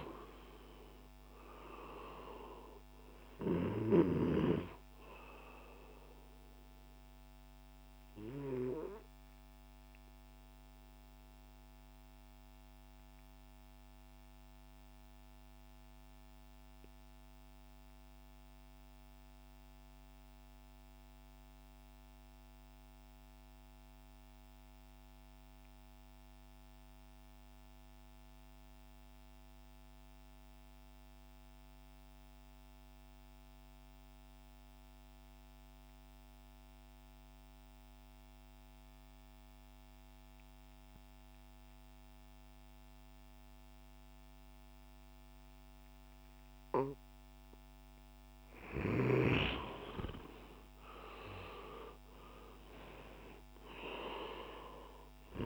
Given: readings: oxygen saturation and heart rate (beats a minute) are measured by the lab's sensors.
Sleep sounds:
breathing in sleep by a microphone on the trachea; 1
0.00-20.00 s: oxygen desaturation (device-marked, oxygen 87% lowest, heart rate 60 extreme)
5.50-47.50 s: obstructive apnea (oxygen 98% before, 85% lowest, heart rate 69 before, 60 extreme, up 6 after)
35.00-55.46 s: oxygen desaturation (device-marked, oxygen 98% before, 85% lowest, heart rate 65 before, 64 extreme)
49.00-53.00 s: arousal
From the record:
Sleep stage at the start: N2 (light sleep); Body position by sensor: on the back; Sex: male

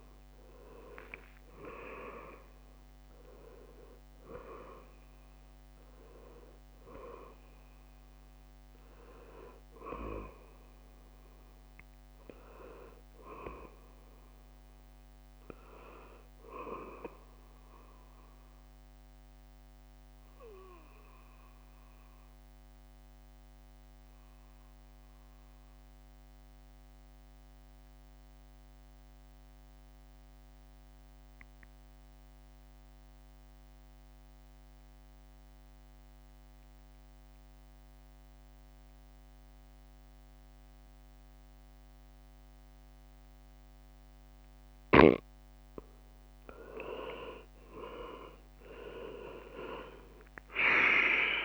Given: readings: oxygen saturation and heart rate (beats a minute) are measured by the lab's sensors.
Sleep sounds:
breathing in sleep by a microphone on the trachea; 1
0.00-9.00 s: drop in pulse transit time (device-marked, heart rate 65 extreme)
0.00-22.00 s: oxygen desaturation (device-marked, oxygen 89% lowest, heart rate 57 extreme)
20.00-45.00 s: obstructive apnea (oxygen 97% before, 92% lowest, heart rate 67 before, 57 extreme, up 11 after)
43.00-51.45 s: oxygen desaturation (device-marked, oxygen 99% before, 94% lowest, heart rate 61 before, 58 extreme)
47.00-51.00 s: arousal
47.00-51.45 s: drop in pulse transit time (device-marked, heart rate 62 before, 65 extreme)
50.00-51.45 s: leg movement (device-marked)
From the record:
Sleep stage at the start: N2 (light sleep); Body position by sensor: on the back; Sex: male

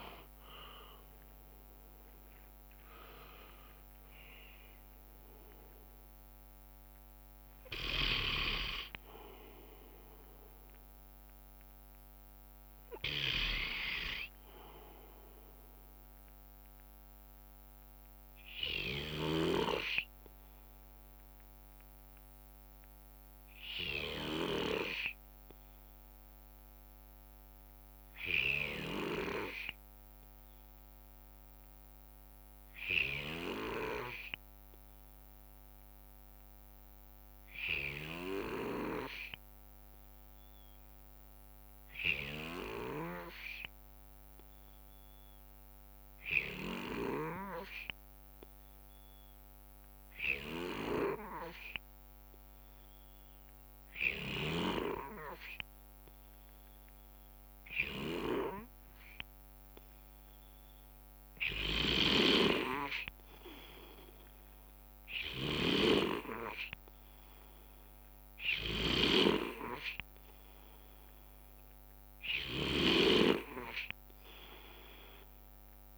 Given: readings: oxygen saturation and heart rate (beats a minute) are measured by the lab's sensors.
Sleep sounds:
breathing in sleep by a microphone on the trachea; 1
0.00-2.00 s: arousal
0.00-8.00 s: drop in pulse transit time (device-marked, heart rate 73 extreme)
0.00-19.00 s: oxygen desaturation (device-marked, oxygen 88% lowest, heart rate 58 extreme)
8.00-10.00 s: bradycardia (device-marked, heart rate 67 before, 67 extreme)
12.00-19.00 s: bradycardia (device-marked, heart rate 67 before, 58 extreme)
19.00-24.50 s: snoring (device-marked)
21.00-61.00 s: obstructive apnea (oxygen 99% before, 90% lowest, heart rate 68 before, 59 extreme, up 5 after)
32.00-35.00 s: bradycardia (device-marked, heart rate 67 before, 60 extreme)
42.00-75.98 s: oxygen desaturation (device-marked, oxygen 98% before, 92% lowest, heart rate 60 before, 59 extreme)
61.50-73.00 s: snoring (device-marked)
64.50-69.00 s: arousal
From the record:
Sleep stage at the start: N2 (light sleep); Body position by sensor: on the right side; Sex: male

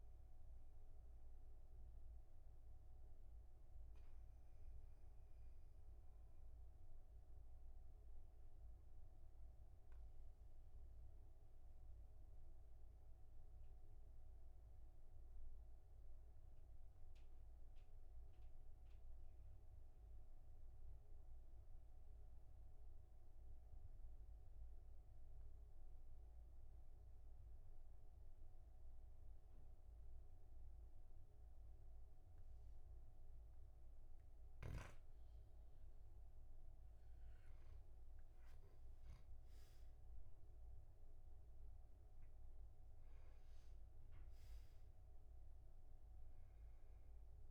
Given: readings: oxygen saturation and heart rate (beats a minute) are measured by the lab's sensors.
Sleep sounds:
breathing in sleep, hard to hear, by a room microphone; 1
2.00-34.00 s: obstructive apnea (oxygen 99% before, 94% lowest, heart rate 49 before, 36 extreme, up 11 after)
37.00-42.50 s: arousal
From the record:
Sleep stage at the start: N2 (light sleep); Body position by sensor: on the back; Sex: male

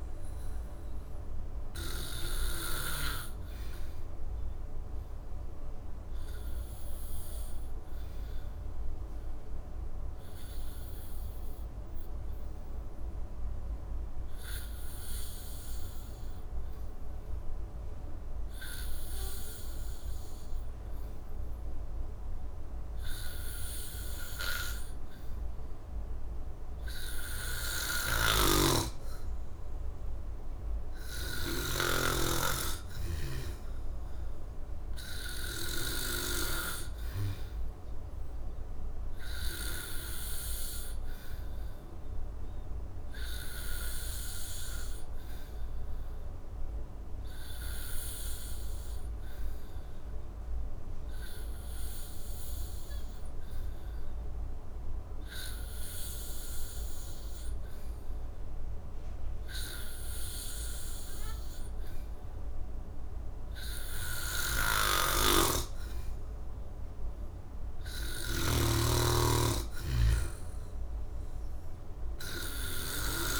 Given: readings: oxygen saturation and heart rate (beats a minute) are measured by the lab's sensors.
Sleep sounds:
breathing in sleep by a room microphone; 2
0.00-3.00 s: snoring (device-marked)
0.00-15.00 s: oxygen desaturation (device-marked, oxygen 87% lowest, heart rate 67 extreme)
7.50-30.50 s: obstructive apnea (oxygen 98% before, 87% lowest, heart rate 72 before, 67 extreme, up 4 after)
27.50-31.50 s: snoring (device-marked)
28.00-55.00 s: oxygen desaturation (device-marked, oxygen 98% before, 88% lowest, heart rate 69 before, 68 extreme)
33.50-37.50 s: arousal
45.50-64.50 s: obstructive apnea (oxygen 98% before, 85% lowest, heart rate 71 before, 68 extreme, up 4 after)
64.00-73.00 s: snoring (device-marked)
66.00-73.40 s: oxygen desaturation (device-marked, oxygen 95% before, 87% lowest, heart rate 70 before, 68 extreme)
68.50-72.50 s: arousal
From the record:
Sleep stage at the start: N2 (light sleep); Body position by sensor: on the back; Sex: male

